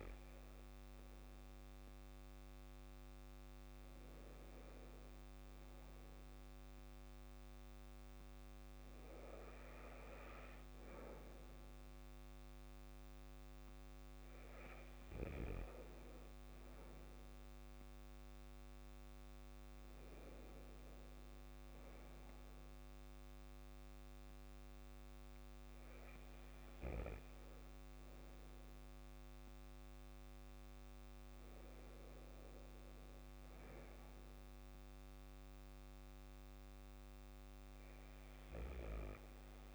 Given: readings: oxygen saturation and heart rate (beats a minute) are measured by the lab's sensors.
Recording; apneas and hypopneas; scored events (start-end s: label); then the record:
breathing in sleep by a microphone on the trachea; none
0.00-4.00 s: arousal
From the record:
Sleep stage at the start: N2 (light sleep); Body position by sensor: on the back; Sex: male